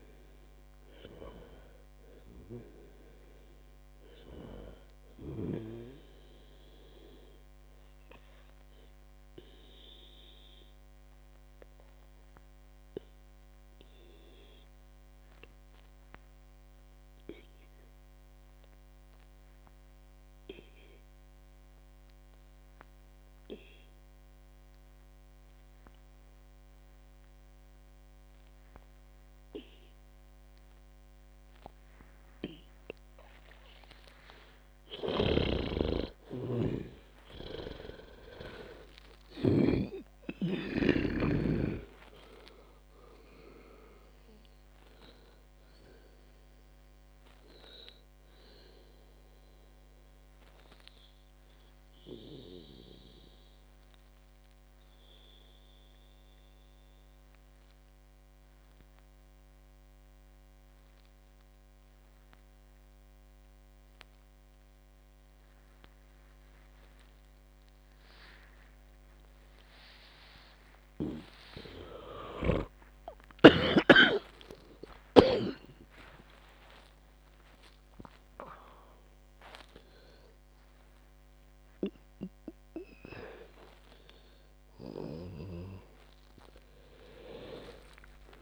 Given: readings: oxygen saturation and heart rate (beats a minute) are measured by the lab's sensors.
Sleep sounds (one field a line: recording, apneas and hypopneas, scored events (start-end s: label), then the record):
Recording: breathing in sleep by a microphone on the trachea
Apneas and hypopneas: 2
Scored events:
0.00-13.50 s: oxygen desaturation (device-marked, oxygen 92% lowest, heart rate 55 extreme)
8.50-34.50 s: obstructive apnea (oxygen 97% before, 91% lowest, heart rate 73 before, 53 extreme, up 46 after)
35.50-40.00 s: arousal
35.50-40.50 s: snoring (device-marked)
35.50-66.50 s: oxygen desaturation (device-marked, oxygen 98% before, 91% lowest, heart rate 61 before, 53 extreme)
48.00-70.00 s: obstructive apnea (oxygen 98% before, 91% lowest, heart rate 80 before, 53 extreme, up 52 after)
85.50-88.42 s: snoring (device-marked)
87.50-88.42 s: new sleep stage, awake
From the record:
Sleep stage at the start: N2 (light sleep)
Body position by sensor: on the back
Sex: female